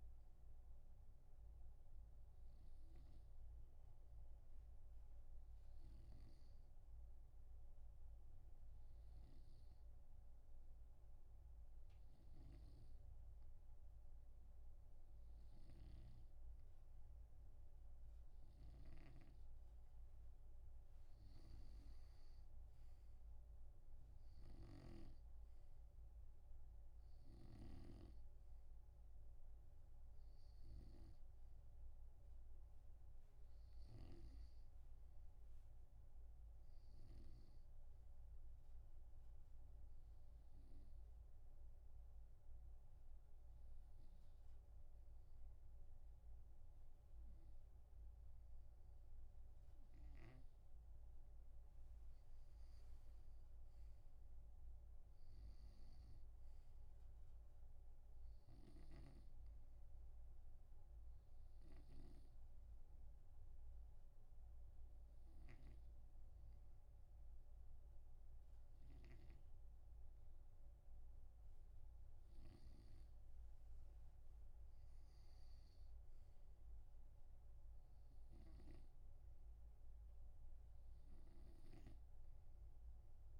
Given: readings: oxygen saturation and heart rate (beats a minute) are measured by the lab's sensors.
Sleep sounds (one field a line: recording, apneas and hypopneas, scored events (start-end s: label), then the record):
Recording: breathing in sleep by a room microphone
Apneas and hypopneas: 3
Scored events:
7.50-21.50 s: hypopnea (oxygen 96% before, 90% lowest)
16.00-25.50 s: snoring (device-marked)
23.00-26.50 s: arousal
27.50-31.50 s: snoring (device-marked)
29.00-40.00 s: oxygen desaturation (device-marked, oxygen 96% before, 92% lowest, heart rate 52 before, 66 extreme)
41.00-51.00 s: obstructive apnea (oxygen 96% before, 90% lowest, heart rate 85 before, 66 extreme, up 41 after)
42.00-50.00 s: oxygen desaturation (device-marked, oxygen 93% before, 90% lowest, heart rate 90 before, 66 extreme)
53.50-56.50 s: arousal
59.00-62.50 s: snoring (device-marked)
63.00-74.00 s: obstructive apnea (oxygen 95% before, 92% lowest)
75.50-79.50 s: arousal
From the record:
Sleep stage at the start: N2 (light sleep)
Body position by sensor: on the right side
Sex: male